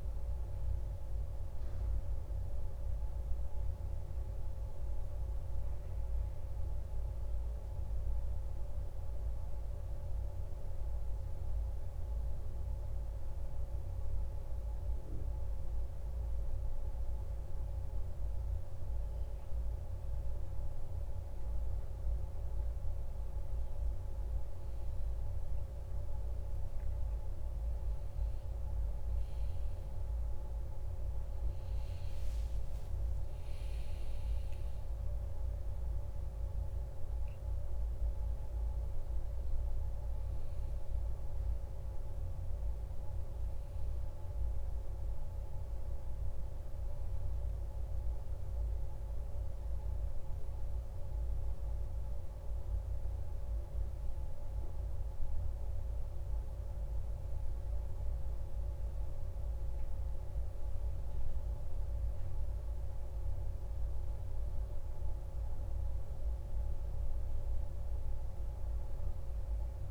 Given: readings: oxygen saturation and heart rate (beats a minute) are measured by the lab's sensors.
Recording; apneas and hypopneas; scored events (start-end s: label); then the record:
breathing in sleep, hard to hear, by a room microphone; 1
6.50-20.00 s: hypopnea (oxygen 99% before, 95% lowest, heart rate 52 before, 51 extreme, up 2 after)
27.50-33.00 s: arousal
29.50-56.50 s: oxygen desaturation (device-marked, oxygen 99% before, 95% lowest, heart rate 51 before, 52 extreme)
From the record:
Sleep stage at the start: N1 (lightest sleep); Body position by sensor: on the back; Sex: male